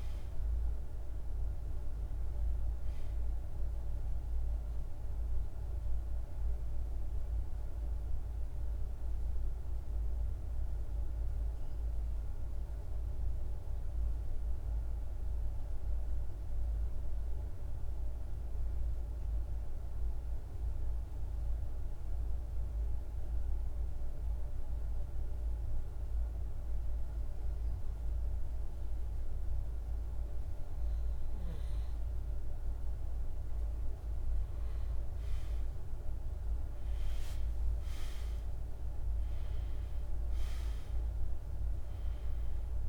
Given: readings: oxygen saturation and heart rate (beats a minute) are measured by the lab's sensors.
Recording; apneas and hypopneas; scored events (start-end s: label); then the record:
breathing in sleep, hard to hear, by a room microphone; 1
0.00-10.50 s: oxygen desaturation (device-marked, oxygen 92% lowest, heart rate 51 extreme)
10.00-31.50 s: mixed apnea (oxygen 96% before, 90% lowest, heart rate 53 before, 52 extreme, up 15 after)
30.50-42.89 s: oxygen desaturation (device-marked, oxygen 97% before, 90% lowest, heart rate 52 before, 55 extreme)
34.50-38.50 s: arousal
From the record:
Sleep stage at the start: N2 (light sleep); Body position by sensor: on the back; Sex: male